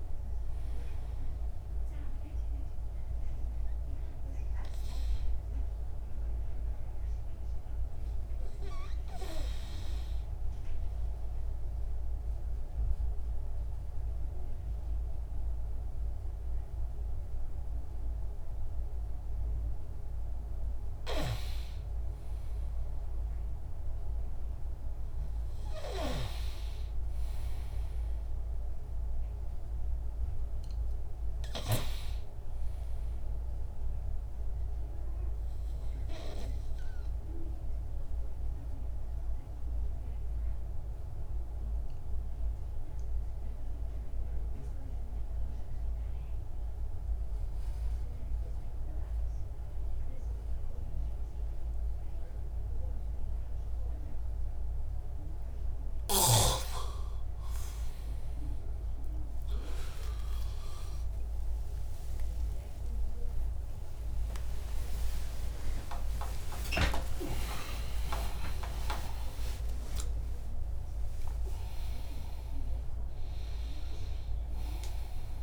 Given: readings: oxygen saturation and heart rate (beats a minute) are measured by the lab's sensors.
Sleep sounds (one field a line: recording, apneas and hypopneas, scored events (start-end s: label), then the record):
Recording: breathing in sleep by a room microphone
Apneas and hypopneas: 2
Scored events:
11.50-21.50 s: obstructive apnea (oxygen 97% before, 95% lowest, heart rate 60 before, 30 extreme, up 33 after)
24.00-27.50 s: arousal
37.50-56.00 s: obstructive apnea (oxygen 98% before, 95% lowest, heart rate 57 before, 28 extreme, up 1 after)
61.50-75.43 s: new sleep stage, awake
From the record:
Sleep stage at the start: N2 (light sleep)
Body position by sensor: on the back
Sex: male